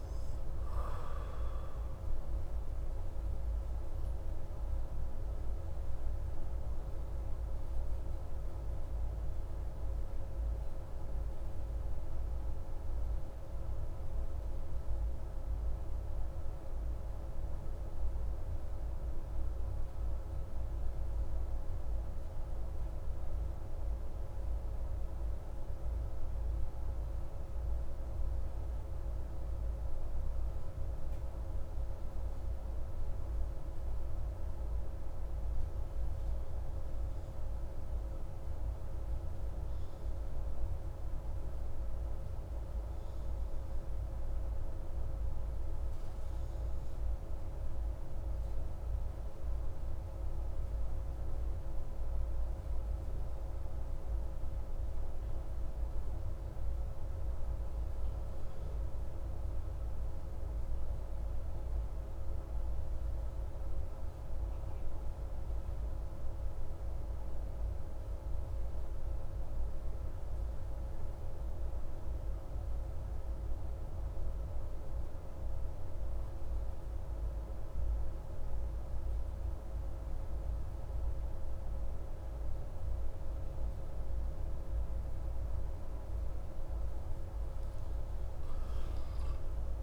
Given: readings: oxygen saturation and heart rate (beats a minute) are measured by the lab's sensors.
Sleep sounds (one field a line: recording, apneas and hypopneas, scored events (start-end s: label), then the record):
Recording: breathing in sleep, hard to hear, by a room microphone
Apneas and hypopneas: 1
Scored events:
2.50-22.50 s: oxygen desaturation (device-marked, oxygen 89% before, 80% lowest)
2.50-85.50 s: obstructive apnea (oxygen 90% before, 77% lowest)
61.50-89.82 s: oxygen desaturation (device-marked, oxygen 97% before, 77% lowest)
From the record:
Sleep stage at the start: REM sleep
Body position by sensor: on the back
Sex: male